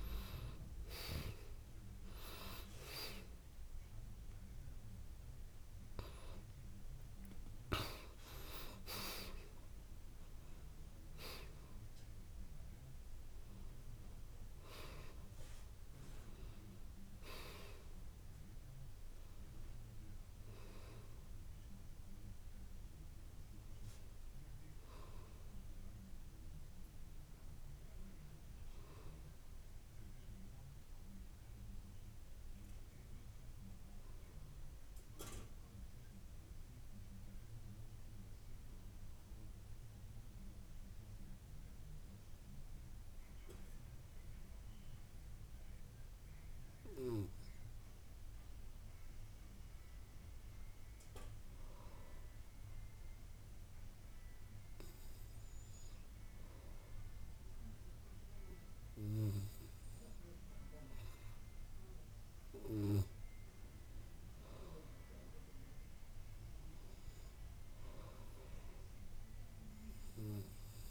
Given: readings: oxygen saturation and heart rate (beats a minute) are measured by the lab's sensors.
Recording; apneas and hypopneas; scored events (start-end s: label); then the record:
breathing in sleep by a room microphone; 1
0.00-3.50 s: arousal
7.00-21.00 s: oxygen desaturation (device-marked, oxygen 96% before, 92% lowest, heart rate 60 before, 51 extreme)
30.50-34.00 s: arousal
38.00-63.50 s: hypopnea (oxygen 98% before, 93% lowest, heart rate 54 before, 51 extreme, up 5 after)
66.00-70.91 s: oxygen desaturation (device-marked, oxygen 97% before, 93% lowest, heart rate 53 before, 54 extreme)
66.50-69.50 s: arousal
From the record:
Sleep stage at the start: N2 (light sleep); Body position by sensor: on the back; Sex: male